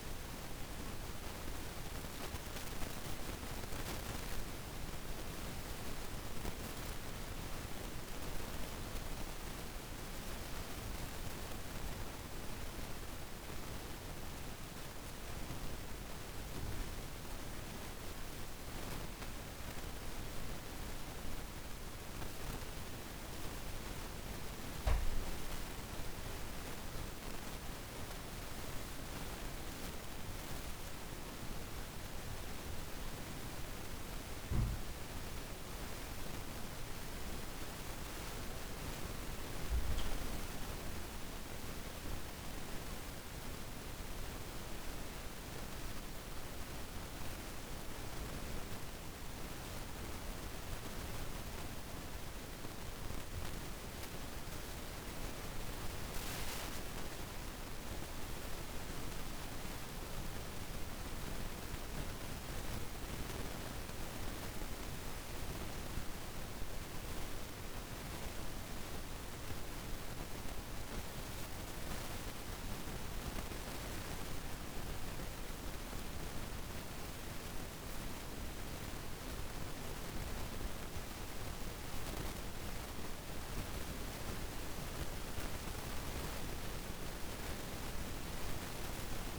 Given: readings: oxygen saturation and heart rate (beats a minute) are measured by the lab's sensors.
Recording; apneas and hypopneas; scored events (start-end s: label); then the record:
breathing in sleep, hard to hear, by a room microphone; none
34.00-45.00 s: oxygen desaturation (device-marked, oxygen 95% before, 90% lowest, heart rate 54 before, 54 extreme)
From the record:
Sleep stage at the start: REM sleep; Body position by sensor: on the back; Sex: female